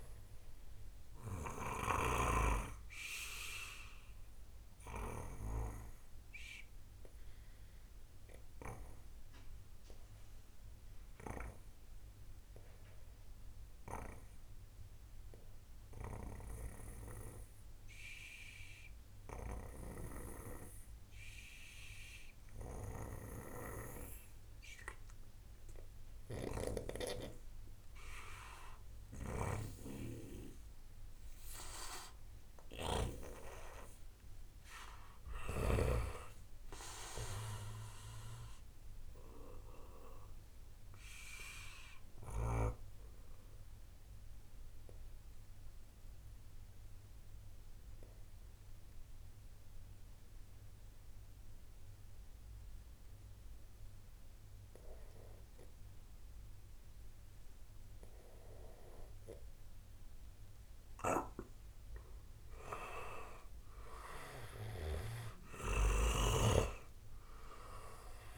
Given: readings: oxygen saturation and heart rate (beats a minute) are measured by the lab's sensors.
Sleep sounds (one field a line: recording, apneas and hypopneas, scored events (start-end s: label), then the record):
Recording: breathing in sleep by a room microphone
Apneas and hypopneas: 2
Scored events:
0.00-2.00 s: snoring (device-marked)
0.00-17.50 s: oxygen desaturation (device-marked, oxygen 91% lowest, heart rate 58 extreme)
0.50-31.50 s: obstructive apnea (oxygen 97% before, 91% lowest, heart rate 76 before, 58 extreme, up 0 after)
29.00-36.00 s: snoring (device-marked)
33.50-36.00 s: arousal
40.00-59.50 s: obstructive apnea (oxygen 97% before, 91% lowest, heart rate 70 before, 56 extreme, up 0 after)
60.50-68.38 s: snoring (device-marked)
62.50-66.00 s: arousal
From the record:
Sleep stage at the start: N2 (light sleep)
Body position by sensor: on the right side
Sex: male